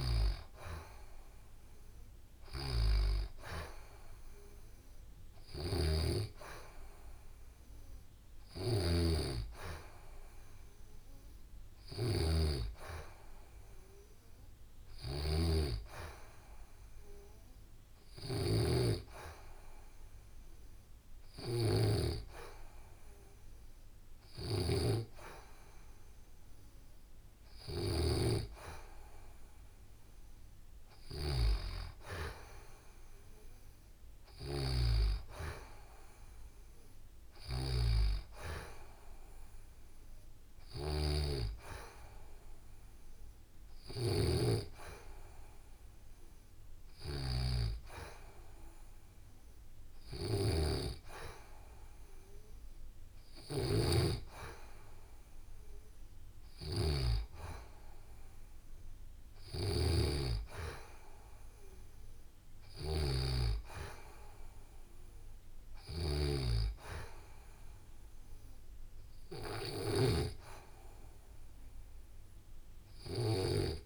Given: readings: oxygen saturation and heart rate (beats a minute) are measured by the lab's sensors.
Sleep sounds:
breathing in sleep by a room microphone; none
0.00-2.00 s: oxygen desaturation (device-marked, oxygen 89% lowest, heart rate 68 extreme)
0.00-37.50 s: snoring (device-marked)
43.50-73.86 s: snoring (device-marked)
From the record:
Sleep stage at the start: N2 (light sleep); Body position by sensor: on the back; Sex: female

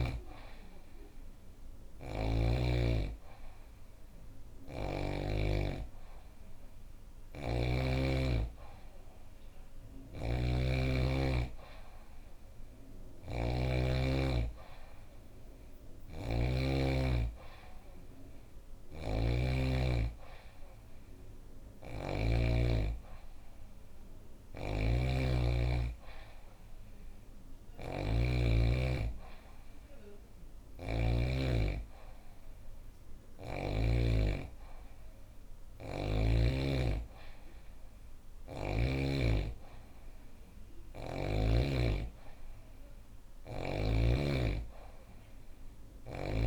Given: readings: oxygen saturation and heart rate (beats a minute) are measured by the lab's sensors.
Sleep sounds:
breathing in sleep by a room microphone; none
0.00-4.50 s: snoring (device-marked)
9.00-13.00 s: snoring (device-marked)
15.00-21.50 s: snoring (device-marked)
23.50-30.50 s: snoring (device-marked)
45.00-46.47 s: snoring (device-marked)
From the record:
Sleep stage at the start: N2 (light sleep); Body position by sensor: on the back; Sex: female

